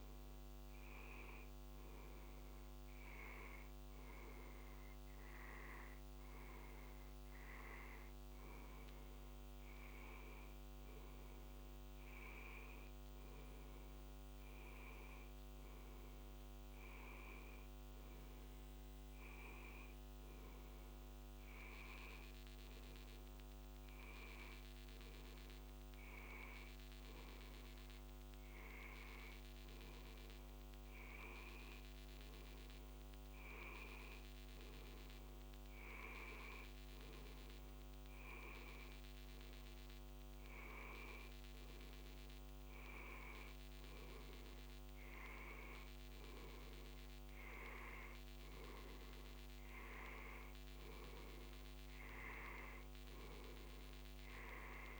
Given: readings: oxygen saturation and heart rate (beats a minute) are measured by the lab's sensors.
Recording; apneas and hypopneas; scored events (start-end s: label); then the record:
breathing in sleep by a microphone on the trachea; none
26.00-55.00 s: new sleep stage, N1 (lightest sleep)
From the record:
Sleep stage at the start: N2 (light sleep); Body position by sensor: on the back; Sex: male